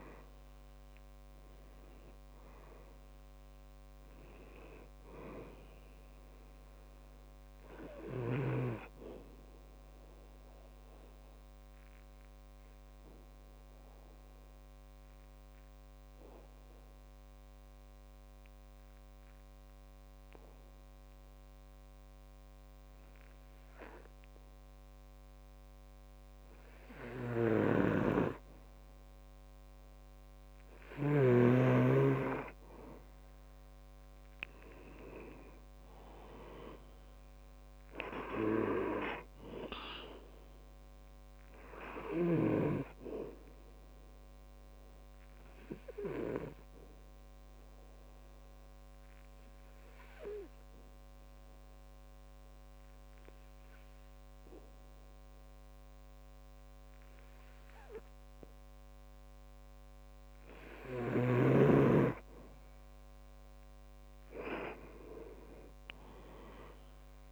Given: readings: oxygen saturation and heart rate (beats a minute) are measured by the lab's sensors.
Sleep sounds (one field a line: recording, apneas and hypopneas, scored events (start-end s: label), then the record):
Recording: breathing in sleep by a microphone on the trachea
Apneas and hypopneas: 2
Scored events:
2.50-29.50 s: oxygen desaturation (device-marked, oxygen 98% before, 92% lowest, heart rate 68 before, 63 extreme)
12.00-28.50 s: obstructive apnea (oxygen 98% before, 92% lowest, heart rate 70 before, 63 extreme, up 5 after)
28.00-32.00 s: snoring (device-marked)
33.50-37.50 s: arousal
40.50-58.50 s: oxygen desaturation (device-marked, oxygen 99% before, 92% lowest, heart rate 68 before, 63 extreme)
46.00-61.00 s: obstructive apnea (oxygen 99% before, 89% lowest, heart rate 69 before, 64 extreme, up 6 after)
64.00-67.32 s: arousal
From the record:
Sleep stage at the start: N2 (light sleep)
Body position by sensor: on the back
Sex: male